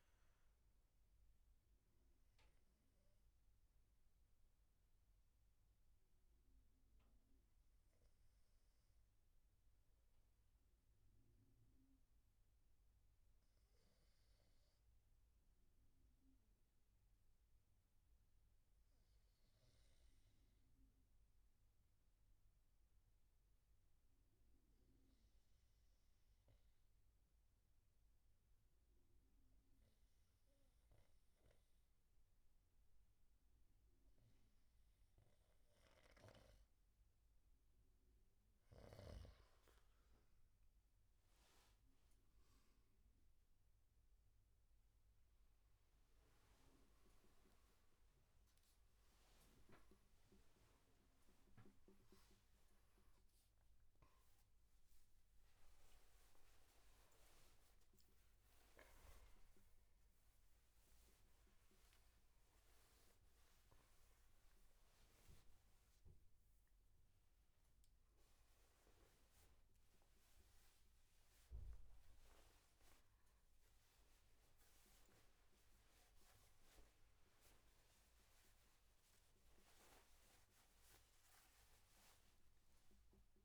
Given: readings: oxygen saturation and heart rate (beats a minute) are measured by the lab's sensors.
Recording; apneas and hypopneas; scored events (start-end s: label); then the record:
a person partly awake in a sleep study, hard to hear, by a room microphone; 1
1.00-37.50 s: obstructive apnea (oxygen 98% before, 93% lowest, heart rate 73 before, 68 extreme, up 13 after)
34.50-62.50 s: oxygen desaturation (device-marked, oxygen 98% before, 93% lowest, heart rate 71 before, 82 extreme)
47.50-77.50 s: new sleep stage, awake
77.50-83.45 s: new sleep stage, N2 (light sleep)
From the record:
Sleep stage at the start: N2 (light sleep); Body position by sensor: on the back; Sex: male